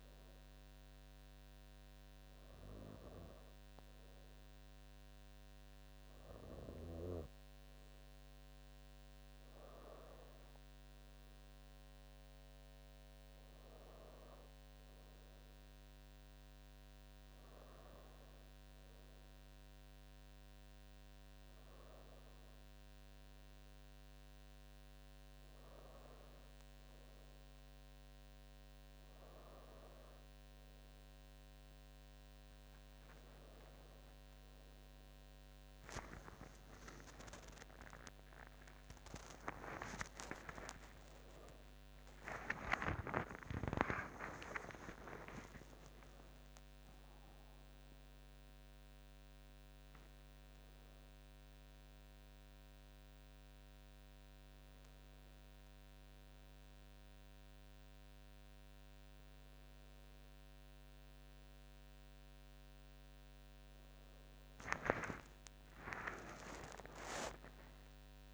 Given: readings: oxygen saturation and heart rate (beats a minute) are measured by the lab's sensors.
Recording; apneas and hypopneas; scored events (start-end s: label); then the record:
a person partly awake in a sleep study, by a microphone on the trachea; none
9.00-20.00 s: bradycardia (device-marked, heart rate 66 before, 57 extreme)
21.00-33.00 s: bradycardia (device-marked, heart rate 66 before, 57 extreme)
37.00-39.00 s: long interval between heartbeats (device-marked, heart rate 59 before, 88 extreme)
37.00-68.34 s: new sleep stage, awake
39.00-41.00 s: long interval between heartbeats (device-marked, heart rate 64 before, 133 extreme)
41.00-43.00 s: long interval between heartbeats (device-marked, heart rate 73 before, 163 extreme)
43.00-45.00 s: long interval between heartbeats (device-marked, heart rate 84 before, 168 extreme)
45.50-47.50 s: long interval between heartbeats (device-marked, heart rate 95 before, 134 extreme)
48.00-50.00 s: bradycardia (device-marked, heart rate 68 before, 94 extreme)
51.00-62.00 s: bradycardia (device-marked, heart rate 68 before, 56 extreme)
65.50-67.50 s: long interval between heartbeats (device-marked, heart rate 75 before, 81 extreme)
From the record:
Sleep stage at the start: N2 (light sleep); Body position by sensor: on the back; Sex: female